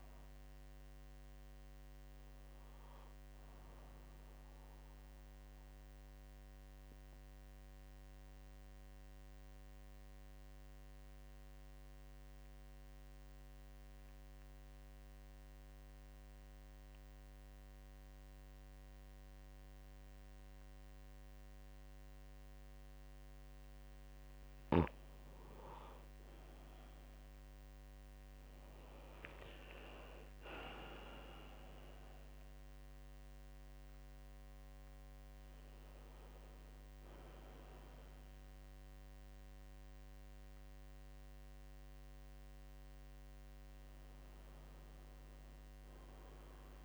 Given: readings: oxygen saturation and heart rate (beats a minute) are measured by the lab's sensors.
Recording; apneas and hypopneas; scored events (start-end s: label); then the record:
breathing in sleep by a microphone on the trachea; 1
0.00-1.00 s: arousal
6.50-24.00 s: mixed apnea (oxygen 97% before, 93% lowest, heart rate 66 before, 63 extreme, up 0 after)
26.50-30.50 s: arousal
29.50-43.50 s: oxygen desaturation (device-marked, oxygen 97% before, 93% lowest, heart rate 66 before, 63 extreme)
From the record:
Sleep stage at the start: N2 (light sleep); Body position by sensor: on the right side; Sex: male